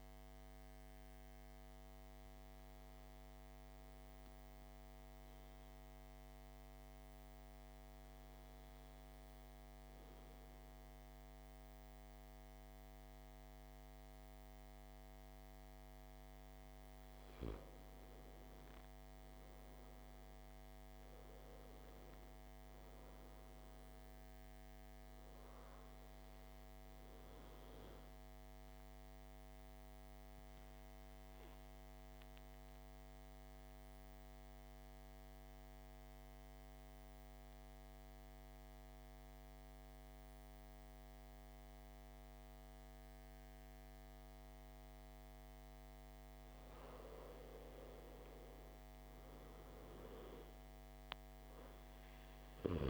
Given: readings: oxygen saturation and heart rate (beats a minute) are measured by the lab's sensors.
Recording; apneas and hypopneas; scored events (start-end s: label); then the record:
breathing in sleep, hard to hear, by a microphone on the trachea; 2
0.50-16.50 s: obstructive apnea (oxygen 98% before, 89% lowest, heart rate 54 before, 53 extreme, up 9 after)
18.50-21.50 s: arousal
19.00-45.00 s: oxygen desaturation (device-marked, oxygen 97% before, 91% lowest, heart rate 56 before, 50 extreme)
28.00-45.50 s: obstructive apnea (oxygen 98% before, 88% lowest, heart rate 57 before, 50 extreme, up 6 after)
47.00-50.00 s: arousal
From the record:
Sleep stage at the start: N2 (light sleep); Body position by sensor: on the back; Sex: male